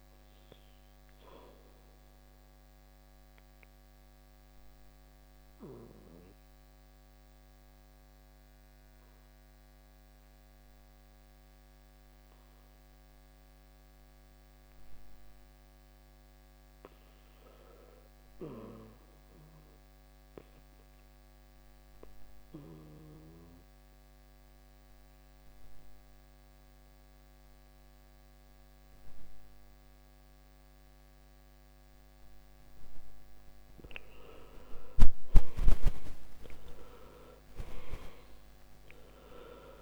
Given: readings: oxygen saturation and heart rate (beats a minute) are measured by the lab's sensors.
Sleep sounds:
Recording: breathing in sleep by a microphone on the trachea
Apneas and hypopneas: 1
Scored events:
0.00-23.00 s: oxygen desaturation (device-marked, oxygen 96% before, 80% lowest, heart rate 77 before, 52 extreme)
1.50-32.50 s: obstructive apnea (oxygen 98% before, 80% lowest, heart rate 75 before, 50 extreme, up 18 after)
35.00-39.00 s: arousal
From the record:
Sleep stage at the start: N2 (light sleep)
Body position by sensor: on the back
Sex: male

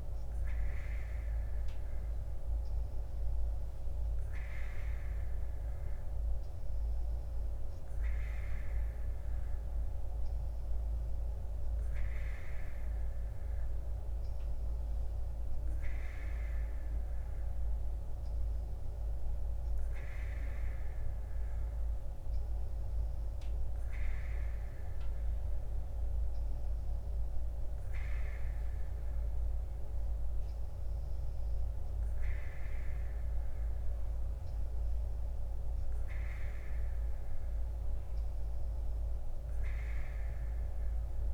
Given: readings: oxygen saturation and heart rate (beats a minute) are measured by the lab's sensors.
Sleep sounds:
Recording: breathing in sleep, hard to hear, by a room microphone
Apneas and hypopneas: none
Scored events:
none scored
From the record:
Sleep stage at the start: N3 (deep sleep)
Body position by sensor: on the right side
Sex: female

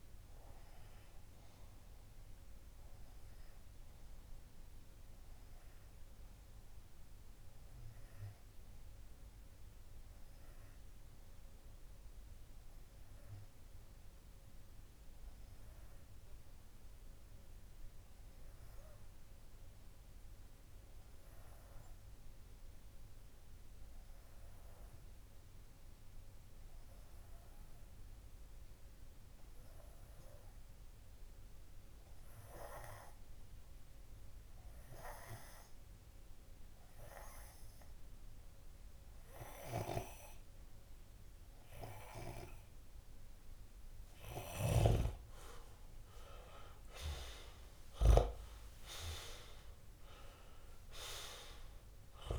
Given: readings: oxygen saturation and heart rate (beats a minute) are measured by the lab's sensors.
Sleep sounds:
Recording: breathing in sleep by a room microphone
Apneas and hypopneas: 1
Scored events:
3.50-44.00 s: obstructive apnea (oxygen 96% before, 93% lowest)
32.50-52.39 s: oxygen desaturation (device-marked, oxygen 99% before, 93% lowest)
46.00-49.50 s: arousal
From the record:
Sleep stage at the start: N2 (light sleep)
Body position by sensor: on the left side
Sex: male

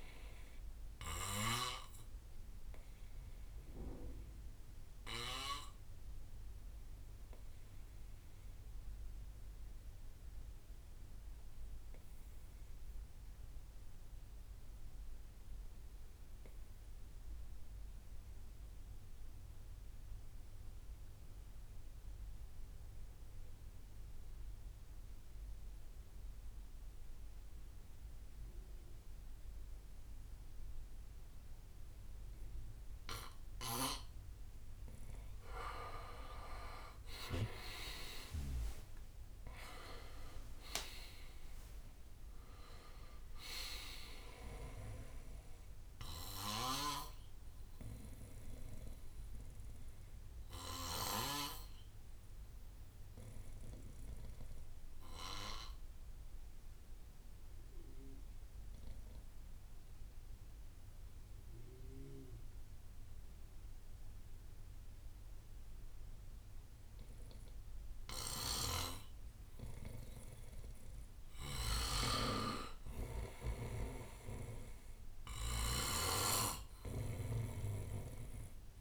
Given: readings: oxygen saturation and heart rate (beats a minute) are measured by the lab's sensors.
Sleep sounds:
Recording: breathing in sleep by a room microphone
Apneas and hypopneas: 2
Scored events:
0.00-4.00 s: drop in pulse transit time (device-marked, heart rate 66 extreme)
0.00-9.00 s: oxygen desaturation (device-marked, oxygen 86% lowest, heart rate 56 extreme)
2.00-9.00 s: bradycardia (device-marked, heart rate 65 before, 56 extreme)
3.00-33.50 s: obstructive apnea (oxygen 97% before, 84% lowest, heart rate 68 before, 54 extreme, up 18 after)
27.00-59.00 s: oxygen desaturation (device-marked, oxygen 99% before, 84% lowest, heart rate 62 before, 54 extreme)
37.00-41.50 s: arousal
37.00-50.00 s: drop in pulse transit time (device-marked, heart rate 64 before, 55 extreme)
45.00-63.00 s: bradycardia (device-marked, heart rate 63 before, 54 extreme)
46.50-51.50 s: snoring (device-marked)
48.00-70.00 s: obstructive apnea (oxygen 99% before, 84% lowest, heart rate 69 before, 55 extreme, up 9 after)
68.00-78.81 s: snoring (device-marked)
72.00-76.50 s: arousal
73.00-78.81 s: oxygen desaturation (device-marked, oxygen 100% before, 93% lowest, heart rate 59 before, 57 extreme)
76.00-78.81 s: bradycardia (device-marked, heart rate 63 before, 57 extreme)
From the record:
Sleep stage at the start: N2 (light sleep)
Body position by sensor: on the back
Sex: male

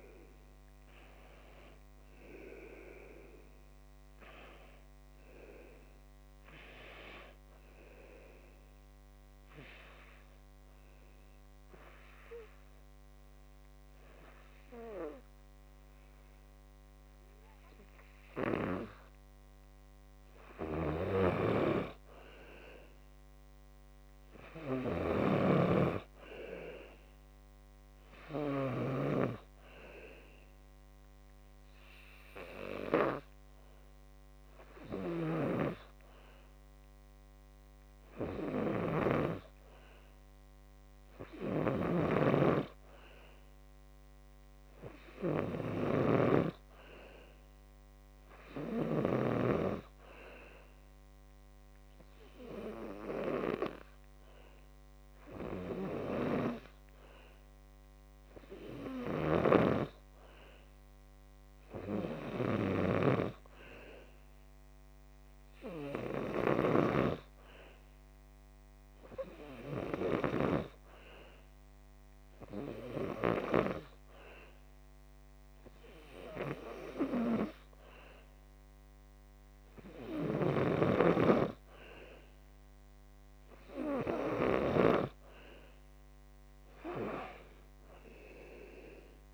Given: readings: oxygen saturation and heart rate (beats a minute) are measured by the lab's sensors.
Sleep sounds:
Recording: breathing in sleep by a microphone on the trachea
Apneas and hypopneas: 2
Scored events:
3.00-19.00 s: oxygen desaturation (device-marked, oxygen 91% before, 85% lowest, heart rate 63 before, 52 extreme)
7.50-20.00 s: obstructive apnea (oxygen 91% before, 85% lowest, heart rate 61 before, 52 extreme, up 7 after)
22.00-25.00 s: arousal
30.00-46.00 s: oxygen desaturation (device-marked, oxygen 98% before, 91% lowest, heart rate 56 before, 54 extreme)
31.00-84.50 s: obstructive apnea (oxygen 98% before, 90% lowest, heart rate 56 before, 54 extreme, up 12 after)
42.00-46.50 s: snoring (device-marked)
53.00-68.00 s: oxygen desaturation (device-marked, oxygen 96% before, 93% lowest, heart rate 58 before, 56 extreme)
70.00-83.00 s: oxygen desaturation (device-marked, oxygen 94% before, 91% lowest, heart rate 58 before, 56 extreme)
88.00-89.34 s: arousal
From the record:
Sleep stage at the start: N2 (light sleep)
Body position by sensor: on the back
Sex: male

